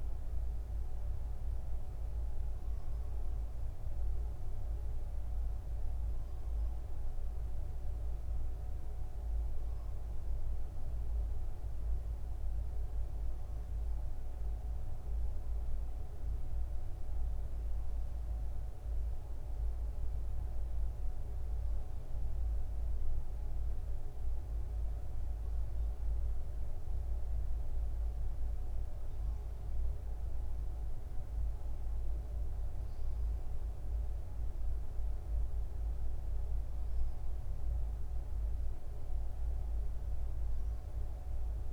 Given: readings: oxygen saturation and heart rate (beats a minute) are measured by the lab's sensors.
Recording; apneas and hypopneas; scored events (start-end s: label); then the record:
breathing in sleep, hard to hear, by a room microphone; none
none scored
From the record:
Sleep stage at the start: N2 (light sleep); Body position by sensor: on the front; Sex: male